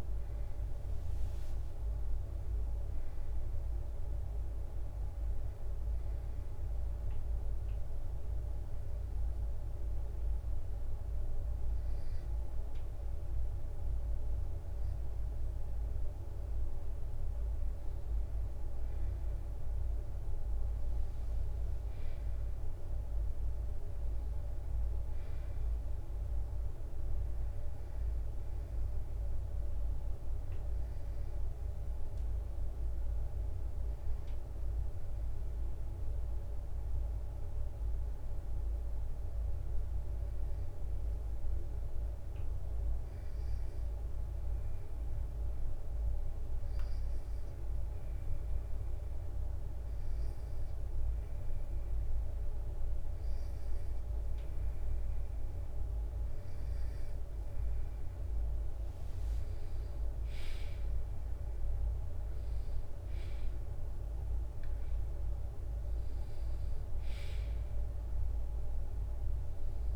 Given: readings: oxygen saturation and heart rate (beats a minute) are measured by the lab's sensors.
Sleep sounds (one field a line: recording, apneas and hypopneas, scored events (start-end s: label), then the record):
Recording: breathing in sleep, hard to hear, by a room microphone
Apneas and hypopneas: 2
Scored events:
0.00-5.50 s: drop in pulse transit time (device-marked, heart rate 64 extreme)
5.50-17.00 s: obstructive apnea (oxygen 97% before, 94% lowest, heart rate 67 before, 59 extreme, up 3 after)
19.00-22.50 s: arousal
29.50-32.50 s: bradycardia (device-marked, heart rate 62 before, 61 extreme)
31.00-56.00 s: obstructive apnea (oxygen 97% before, 94% lowest, heart rate 66 before, 59 extreme, up 8 after)
48.50-50.50 s: bradycardia (device-marked, heart rate 62 before, 61 extreme)
60.00-65.50 s: arousal
From the record:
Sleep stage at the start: N2 (light sleep)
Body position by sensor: on the right side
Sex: male